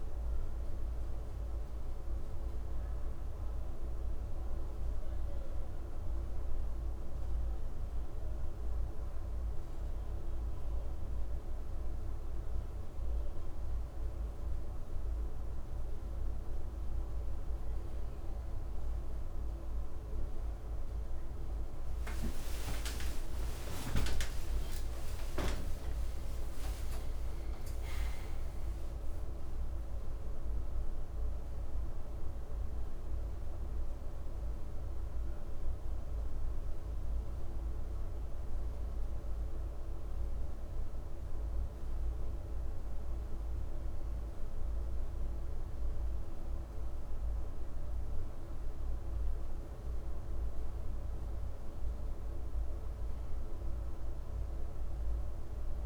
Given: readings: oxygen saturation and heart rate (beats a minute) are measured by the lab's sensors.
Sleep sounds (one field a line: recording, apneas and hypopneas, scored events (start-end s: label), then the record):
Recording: breathing in sleep, hard to hear, by a room microphone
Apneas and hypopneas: none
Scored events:
21.50-27.50 s: tachycardia (device-marked, heart rate 64 before, 138 extreme)
22.00-27.00 s: arousal
From the record:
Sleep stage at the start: N1 (lightest sleep)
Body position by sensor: on the right side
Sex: male